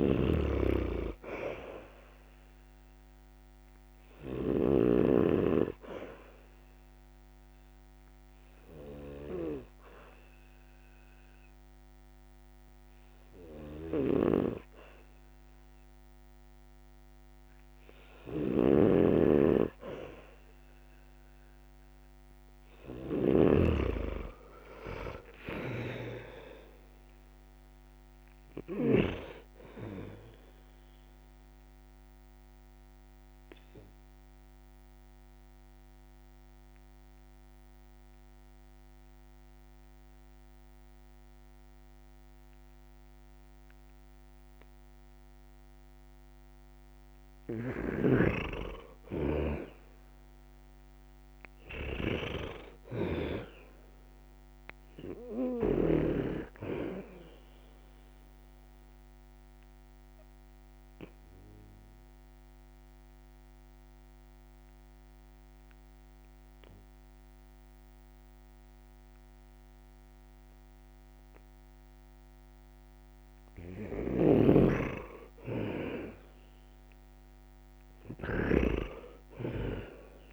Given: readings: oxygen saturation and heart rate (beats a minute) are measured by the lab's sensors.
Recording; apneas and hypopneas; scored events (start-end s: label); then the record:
breathing in sleep by a microphone on the trachea; 3
0.00-4.50 s: snoring (device-marked)
6.00-24.00 s: oxygen desaturation (device-marked, oxygen 97% before, 92% lowest, heart rate 68 before, 66 extreme)
6.50-18.50 s: obstructive apnea (oxygen 97% before, 90% lowest, heart rate 68 before, 66 extreme, up 2 after)
13.50-23.50 s: snoring (device-marked)
21.50-25.50 s: arousal
31.50-47.50 s: mixed apnea (oxygen 97% before, 90% lowest, heart rate 68 before, 64 extreme, up 3 after)
47.50-55.50 s: snoring (device-marked)
50.50-54.50 s: arousal
59.00-73.50 s: obstructive apnea (oxygen 98% before, 89% lowest, heart rate 69 before, 63 extreme, up 6 after)
66.00-78.00 s: oxygen desaturation (device-marked, oxygen 98% before, 90% lowest, heart rate 69 before, 63 extreme)
73.50-78.50 s: snoring (device-marked)
78.00-80.33 s: arousal
From the record:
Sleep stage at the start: N2 (light sleep); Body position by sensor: on the back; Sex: male